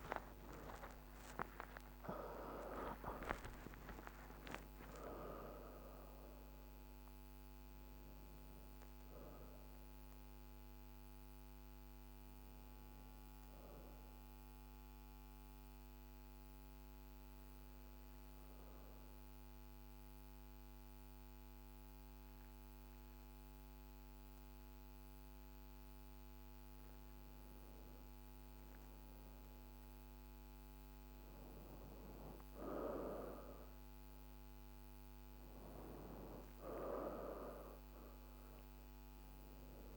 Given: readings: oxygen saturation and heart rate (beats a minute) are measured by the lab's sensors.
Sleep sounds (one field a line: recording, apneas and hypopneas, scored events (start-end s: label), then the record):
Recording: breathing in sleep by a microphone on the trachea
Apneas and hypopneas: 1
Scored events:
0.00-1.50 s: arousal
0.00-16.50 s: oxygen desaturation (device-marked, oxygen 91% lowest, heart rate 49 extreme)
13.50-26.00 s: obstructive apnea (oxygen 98% before, 92% lowest, heart rate 112 before, 49 extreme, up 6 after)
29.00-33.50 s: arousal
32.50-39.97 s: oxygen desaturation (device-marked, oxygen 99% before, 92% lowest, heart rate 52 before, 49 extreme)
From the record:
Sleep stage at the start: N2 (light sleep)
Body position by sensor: on the back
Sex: female